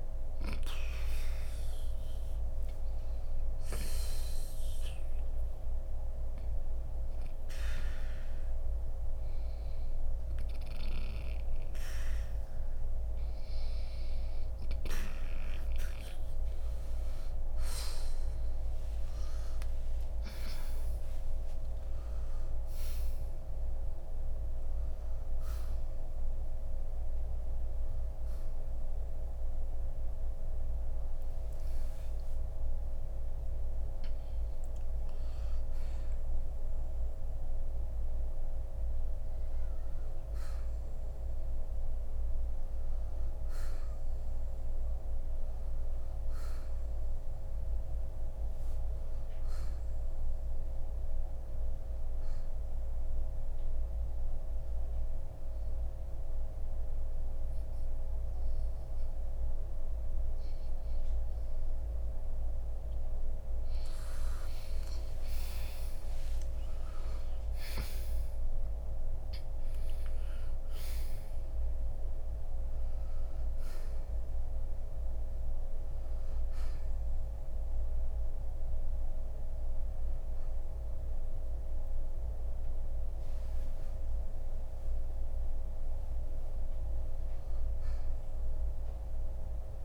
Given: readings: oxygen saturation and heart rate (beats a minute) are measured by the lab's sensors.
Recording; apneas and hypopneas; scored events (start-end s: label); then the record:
breathing in sleep, hard to hear, by a room microphone; 1
8.00-21.00 s: oxygen desaturation (device-marked, oxygen 91% before, 88% lowest, heart rate 62 before, 59 extreme)
19.50-24.00 s: arousal
53.00-64.00 s: mixed apnea (oxygen 93% before, 84% lowest, heart rate 67 before, 56 extreme, up 6 after)
58.00-70.00 s: oxygen desaturation (device-marked, oxygen 93% before, 90% lowest, heart rate 67 before, 56 extreme)
65.50-70.50 s: arousal
79.00-89.85 s: new sleep stage, N1 (lightest sleep)
85.00-89.85 s: oxygen desaturation (device-marked, oxygen 91% before, 84% lowest, heart rate 65 before, 59 extreme)
From the record:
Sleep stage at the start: N2 (light sleep); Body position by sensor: on the right side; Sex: male